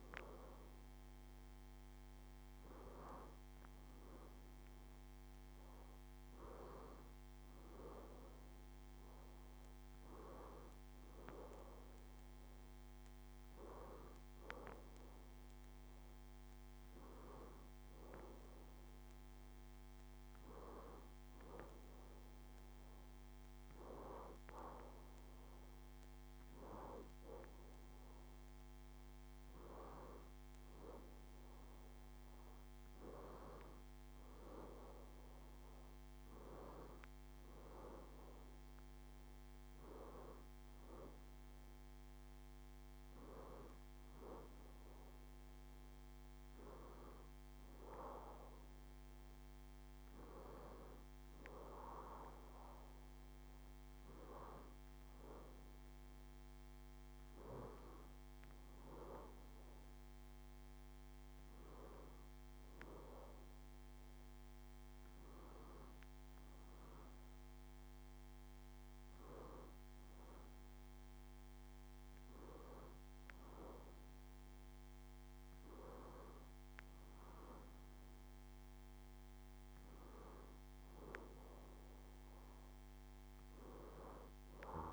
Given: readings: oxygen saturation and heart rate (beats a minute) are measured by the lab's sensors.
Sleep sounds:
breathing in sleep by a microphone on the trachea; none
none scored
From the record:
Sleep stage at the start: N2 (light sleep); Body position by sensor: on the back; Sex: female

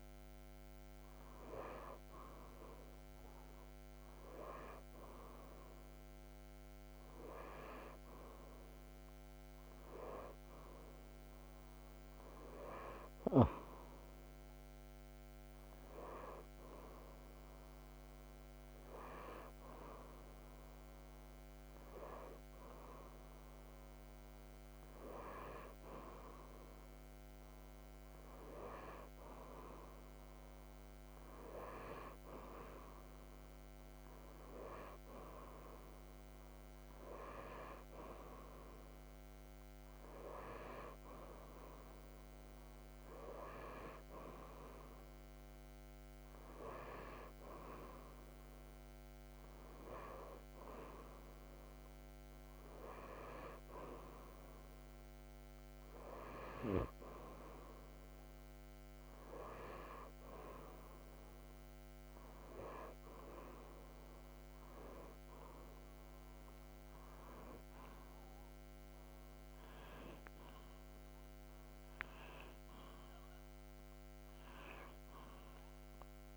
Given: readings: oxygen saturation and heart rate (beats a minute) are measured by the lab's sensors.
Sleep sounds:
breathing in sleep by a microphone on the trachea; none
none scored
From the record:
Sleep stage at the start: N2 (light sleep); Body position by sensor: upright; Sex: male

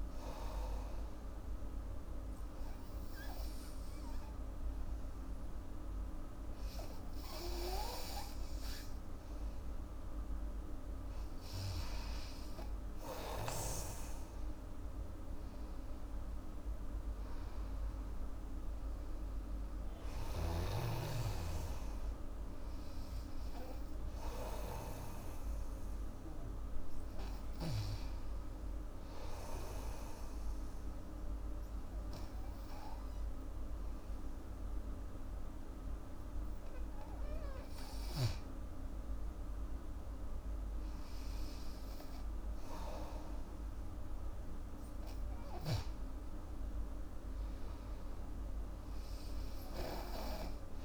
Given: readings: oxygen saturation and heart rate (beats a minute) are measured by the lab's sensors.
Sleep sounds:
breathing in sleep by a room microphone; 2
1.00-11.50 s: obstructive apnea (oxygen 96% before, 91% lowest, heart rate 84 before, 69 extreme, up 4 after)
15.00-33.00 s: oxygen desaturation (device-marked, oxygen 96% before, 91% lowest, heart rate 84 before, 69 extreme)
16.00-19.50 s: arousal
29.00-39.00 s: obstructive apnea (oxygen 96% before, 91% lowest, heart rate 82 before, 72 extreme, up 3 after)
39.00-43.50 s: arousal
45.00-50.85 s: oxygen desaturation (device-marked, oxygen 98% before, 93% lowest, heart rate 76 before, 72 extreme)
From the record:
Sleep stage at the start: N2 (light sleep); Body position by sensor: on the back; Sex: female

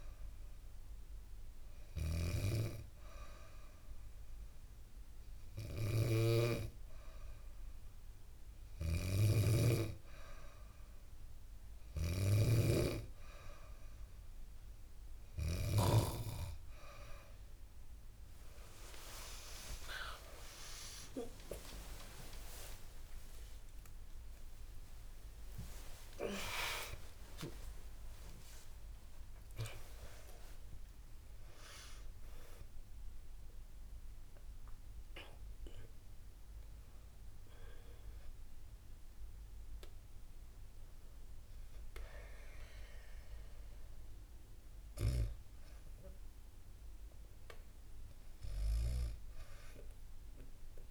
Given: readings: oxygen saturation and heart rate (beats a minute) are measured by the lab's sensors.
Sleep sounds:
a person awake in a sleep study, by a room microphone; none
0.00-5.50 s: oxygen desaturation (device-marked, oxygen 93% lowest, heart rate 74 extreme)
0.00-6.00 s: snoring (device-marked)
8.00-15.50 s: snoring (device-marked)
18.50-48.50 s: new sleep stage, awake
48.50-50.91 s: new sleep stage, N2 (light sleep)
From the record:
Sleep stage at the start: N2 (light sleep); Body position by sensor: on the back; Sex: female

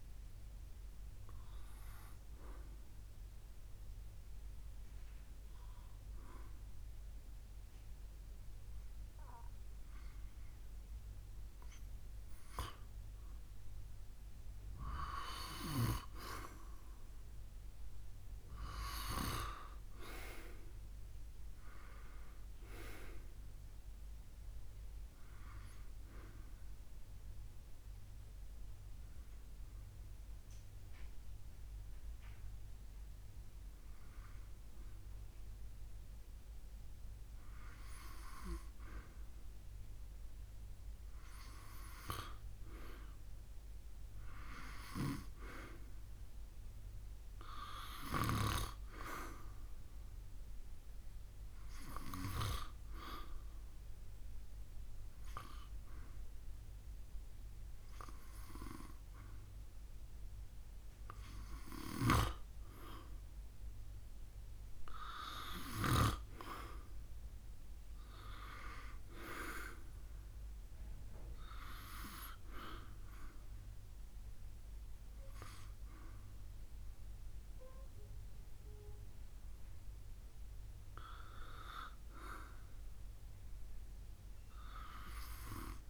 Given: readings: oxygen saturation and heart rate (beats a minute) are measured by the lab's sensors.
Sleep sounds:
breathing in sleep by a room microphone; 3
1.50-14.00 s: obstructive apnea (oxygen 96% before, 91% lowest, heart rate 75 before, 67 extreme, up 7 after)
19.00-23.00 s: arousal
23.50-47.50 s: oxygen desaturation (device-marked, oxygen 94% before, 91% lowest, heart rate 71 before, 64 extreme)
26.00-38.00 s: hypopnea (oxygen 96% before, 91% lowest, heart rate 71 before, 64 extreme, up 5 after)
44.00-48.00 s: arousal
51.50-64.00 s: hypopnea (oxygen 95% before, 91% lowest, heart rate 69 before, 66 extreme, up 3 after)
67.50-70.50 s: arousal
From the record:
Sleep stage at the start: N2 (light sleep); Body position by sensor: on the back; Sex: male

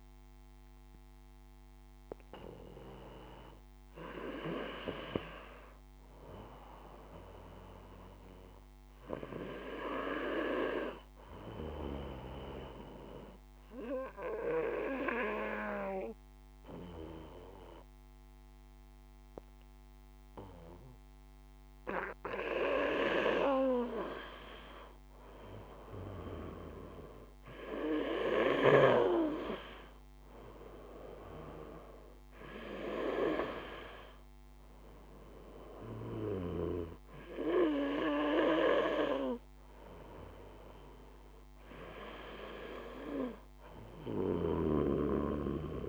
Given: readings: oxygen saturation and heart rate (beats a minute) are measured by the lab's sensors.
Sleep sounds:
breathing in sleep by a microphone on the trachea; 1
6.00-9.00 s: arousal
11.50-23.50 s: obstructive apnea (oxygen 96% before, 93% lowest, heart rate 52 before, 52 extreme, up 0 after)
25.50-29.00 s: arousal
36.00-45.89 s: oxygen desaturation (device-marked, oxygen 96% before, 93% lowest, heart rate 52 before, 52 extreme)
43.50-45.89 s: snoring (device-marked)
From the record:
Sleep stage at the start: N2 (light sleep); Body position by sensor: on the back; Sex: male

